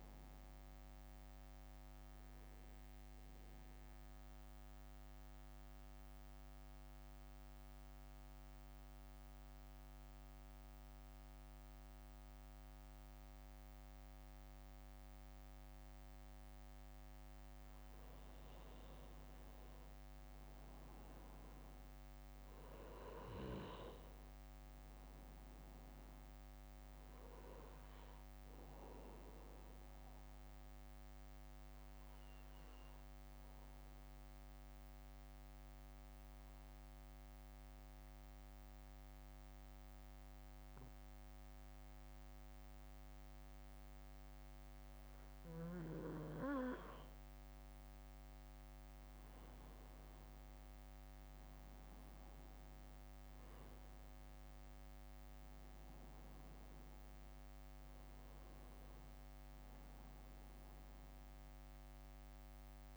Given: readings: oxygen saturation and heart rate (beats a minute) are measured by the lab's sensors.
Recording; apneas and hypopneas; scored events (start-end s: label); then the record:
breathing in sleep by a microphone on the trachea; 2
0.00-10.00 s: drop in pulse transit time (device-marked, heart rate 61 extreme)
3.00-17.50 s: mixed apnea (oxygen 96% before, 91% lowest, heart rate 63 before, 58 extreme, up 2 after)
19.00-22.00 s: arousal
30.50-47.00 s: obstructive apnea (oxygen 97% before, 91% lowest, heart rate 62 before, 57 extreme, up 1 after)
48.50-51.50 s: arousal
52.00-62.97 s: drop in pulse transit time (device-marked, heart rate 62 before, 57 extreme)
53.00-62.97 s: oxygen desaturation (device-marked, oxygen 96% before, 91% lowest, heart rate 62 before, 58 extreme)
From the record:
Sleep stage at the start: N2 (light sleep); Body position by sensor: on the back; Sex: male